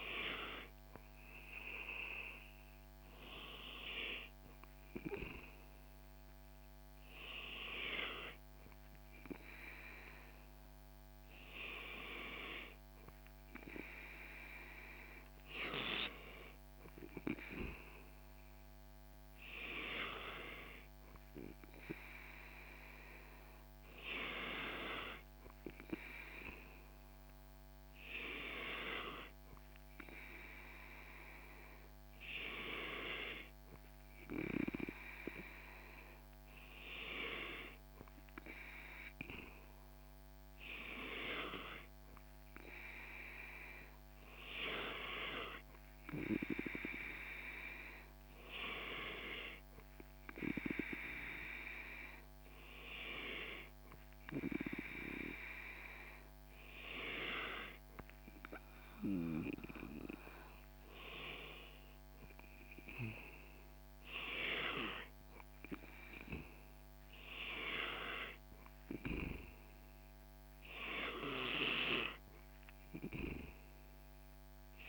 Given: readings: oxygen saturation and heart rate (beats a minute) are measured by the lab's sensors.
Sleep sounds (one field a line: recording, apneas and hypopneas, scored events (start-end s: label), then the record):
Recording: breathing in sleep by a microphone on the trachea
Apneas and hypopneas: none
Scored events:
none scored
From the record:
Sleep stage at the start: N2 (light sleep)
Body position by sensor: on the back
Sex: male